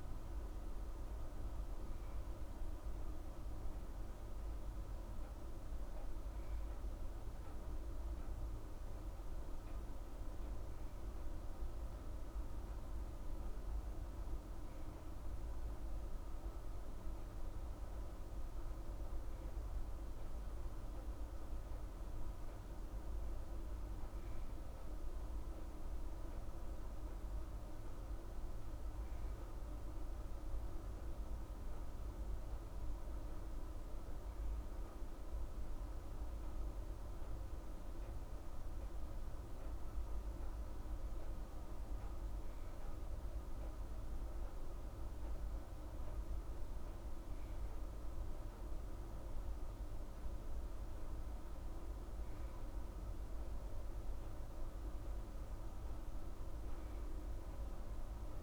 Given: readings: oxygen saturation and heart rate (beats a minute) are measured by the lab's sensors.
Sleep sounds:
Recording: breathing in sleep, hard to hear, by a room microphone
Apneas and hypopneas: none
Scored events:
none scored
From the record:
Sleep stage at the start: N2 (light sleep)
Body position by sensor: on the right side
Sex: female

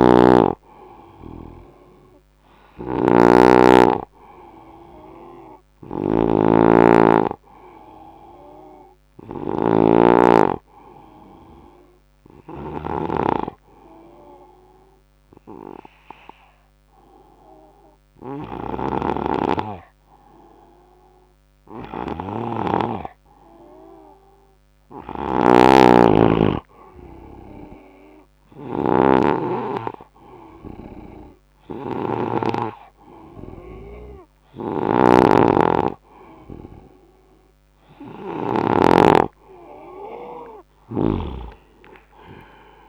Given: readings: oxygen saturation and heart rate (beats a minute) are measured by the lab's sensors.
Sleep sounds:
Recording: breathing in sleep by a microphone on the trachea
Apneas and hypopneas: 1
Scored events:
0.00-38.50 s: snoring (device-marked)
13.50-25.50 s: obstructive apnea (oxygen 97% before, 93% lowest, heart rate 80 before, 66 extreme, up 9 after)
26.50-29.50 s: arousal
From the record:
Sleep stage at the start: N2 (light sleep)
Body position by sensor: on the right side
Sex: male

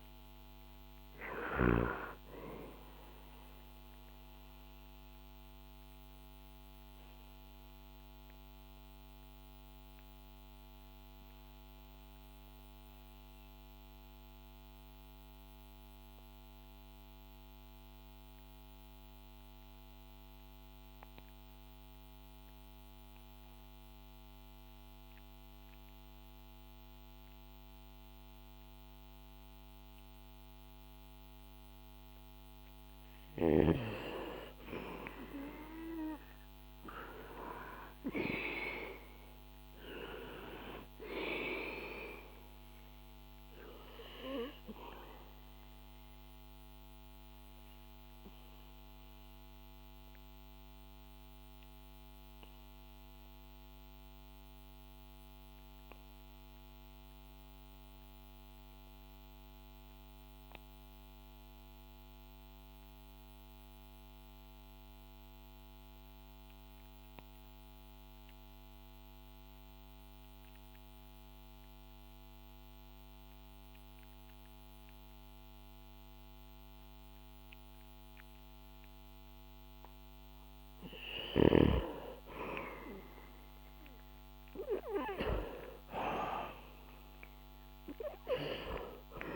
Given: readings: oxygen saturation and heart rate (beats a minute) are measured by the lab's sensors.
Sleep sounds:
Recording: breathing in sleep by a microphone on the trachea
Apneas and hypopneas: 2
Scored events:
0.00-20.50 s: oxygen desaturation (device-marked, oxygen 88% lowest, heart rate 57 extreme)
5.00-31.00 s: mixed apnea (oxygen 98% before, 88% lowest, heart rate 67 before, 57 extreme, up 7 after)
34.50-39.00 s: arousal
46.00-79.50 s: obstructive apnea (oxygen 98% before, 89% lowest, heart rate 65 before, 60 extreme, up 5 after)
46.50-62.50 s: oxygen desaturation (device-marked, oxygen 95% before, 91% lowest, heart rate 65 before, 60 extreme)
81.50-87.00 s: arousal
From the record:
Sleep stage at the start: N2 (light sleep)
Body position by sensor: on the back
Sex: male

